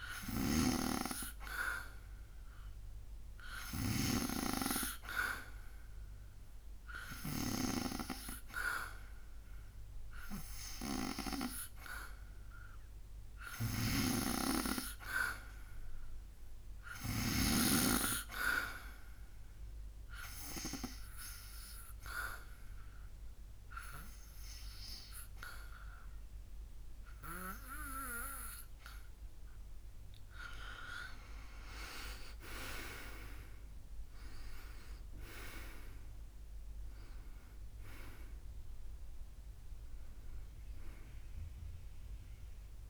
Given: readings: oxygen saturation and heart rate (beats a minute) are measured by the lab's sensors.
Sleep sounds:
breathing in sleep by a room microphone; 1
0.00-3.50 s: snoring (device-marked)
13.00-17.00 s: snoring (device-marked)
19.00-29.50 s: obstructive apnea (oxygen 94% before, 92% lowest, heart rate 78 before, 76 extreme, up 8 after)
32.00-35.50 s: arousal
From the record:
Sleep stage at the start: N2 (light sleep); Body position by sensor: on the back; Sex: male

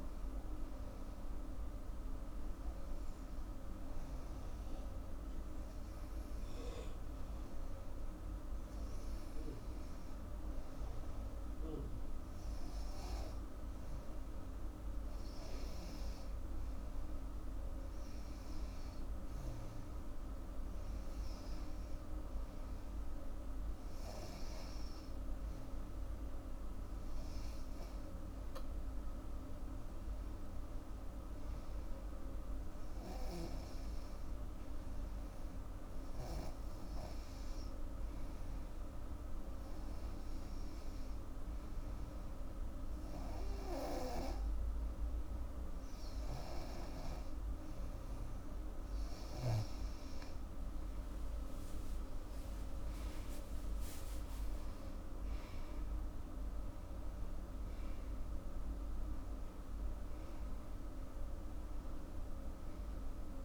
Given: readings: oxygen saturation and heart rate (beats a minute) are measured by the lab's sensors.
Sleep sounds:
breathing in sleep, hard to hear, by a room microphone; 1
23.50-28.00 s: arousal
32.50-50.00 s: hypopnea (oxygen 97% before, 95% lowest, heart rate 85 before, 81 extreme, up 12 after)
53.50-58.50 s: arousal
From the record:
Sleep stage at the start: N2 (light sleep); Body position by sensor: on the back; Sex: female

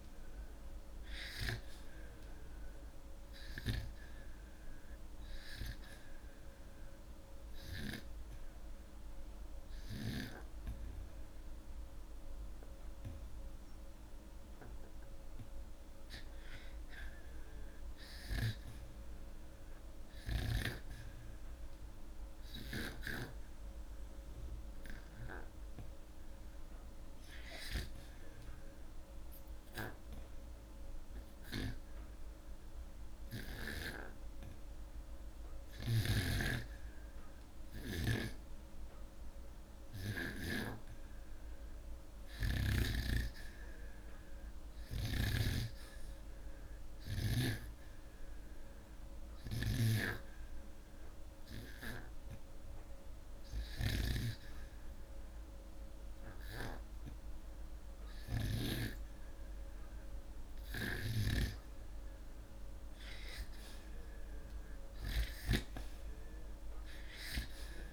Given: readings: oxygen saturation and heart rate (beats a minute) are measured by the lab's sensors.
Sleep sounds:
breathing in sleep by a room microphone; 2
0.00-1.50 s: oxygen desaturation (device-marked, oxygen 93% lowest)
5.50-16.00 s: obstructive apnea (oxygen 98% before, 92% lowest)
18.00-21.50 s: arousal
47.00-61.50 s: hypopnea (oxygen 96% before, 91% lowest)
64.50-67.50 s: arousal
From the record:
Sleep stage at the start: REM sleep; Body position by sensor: upright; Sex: male

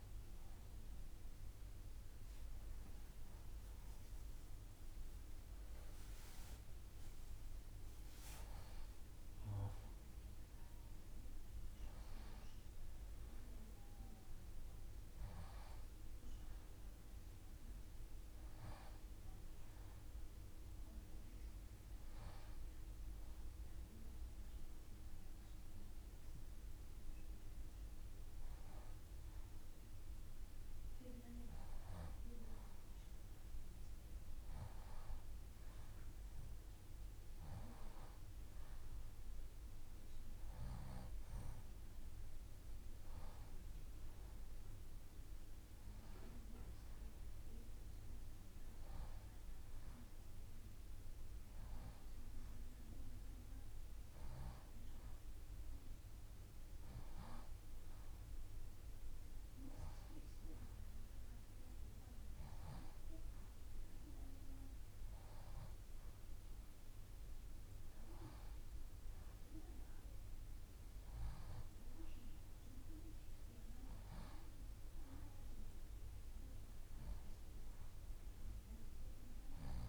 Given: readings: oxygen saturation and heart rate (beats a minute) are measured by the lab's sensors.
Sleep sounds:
breathing in sleep by a room microphone; none
none scored
From the record:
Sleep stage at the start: N2 (light sleep); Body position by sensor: on the left side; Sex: female

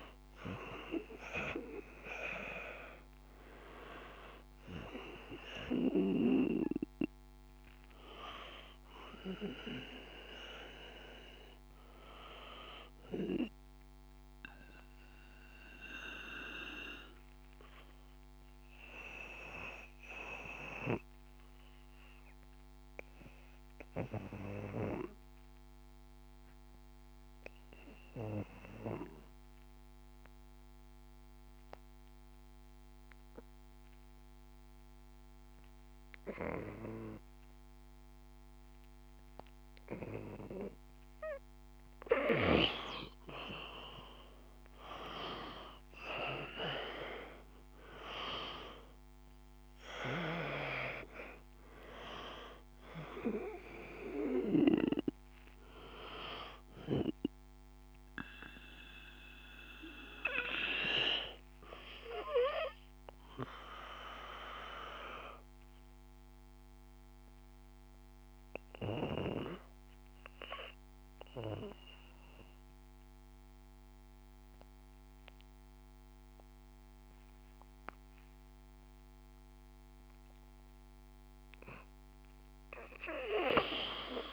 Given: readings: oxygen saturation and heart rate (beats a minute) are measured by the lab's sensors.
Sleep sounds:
breathing in sleep by a microphone on the trachea; 2
0.00-22.50 s: oxygen desaturation (device-marked, oxygen 92% lowest, heart rate 52 extreme)
13.00-39.50 s: obstructive apnea (oxygen 97% before, 91% lowest, heart rate 57 before, 52 extreme, up 4 after)
39.50-74.50 s: oxygen desaturation (device-marked, oxygen 98% before, 91% lowest, heart rate 55 before, 52 extreme)
42.50-47.00 s: arousal
57.50-80.00 s: obstructive apnea (oxygen 98% before, 91% lowest, heart rate 56 before, 52 extreme, up 1 after)
From the record:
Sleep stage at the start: N2 (light sleep); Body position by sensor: on the back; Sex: male

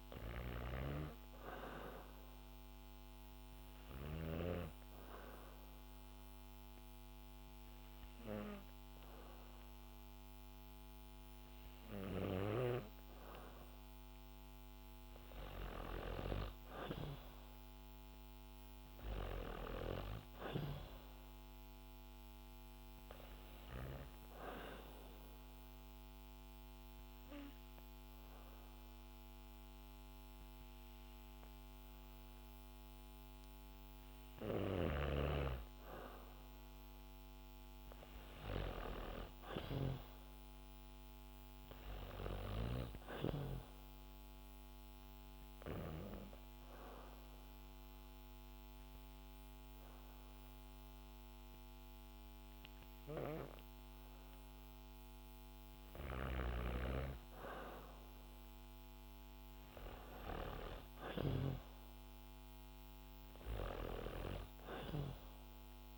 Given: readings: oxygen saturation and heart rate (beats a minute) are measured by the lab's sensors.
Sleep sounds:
breathing in sleep by a microphone on the trachea; 3
0.00-3.50 s: snoring (device-marked)
0.00-14.00 s: oxygen desaturation (device-marked, oxygen 94% lowest, heart rate 62 extreme)
2.00-13.00 s: hypopnea (oxygen 97% before, 94% lowest, heart rate 65 before, 63 extreme, up 2 after)
16.00-20.00 s: arousal
24.00-34.50 s: obstructive apnea (oxygen 97% before, 94% lowest, heart rate 64 before, 62 extreme, up 1 after)
35.50-38.50 s: arousal
44.50-54.50 s: hypopnea (oxygen 97% before, 94% lowest, heart rate 64 before, 60 extreme, up 1 after)
60.00-64.00 s: arousal
From the record:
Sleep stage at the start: N2 (light sleep); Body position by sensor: on the back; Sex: female

